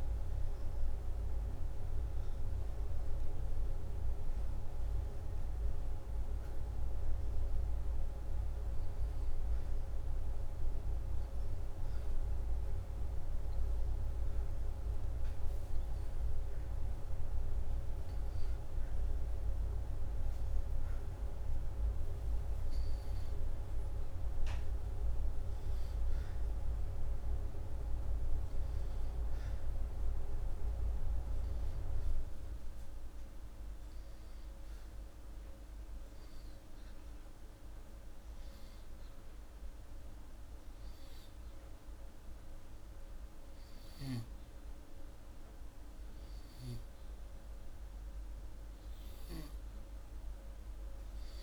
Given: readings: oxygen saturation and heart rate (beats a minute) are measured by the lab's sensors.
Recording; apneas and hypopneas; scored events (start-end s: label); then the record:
breathing in sleep by a room microphone; 1
16.00-20.50 s: arousal
28.50-39.00 s: hypopnea (oxygen 96% before, 93% lowest, heart rate 85 before, 79 extreme, up 4 after)
From the record:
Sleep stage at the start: N2 (light sleep); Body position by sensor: upright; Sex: male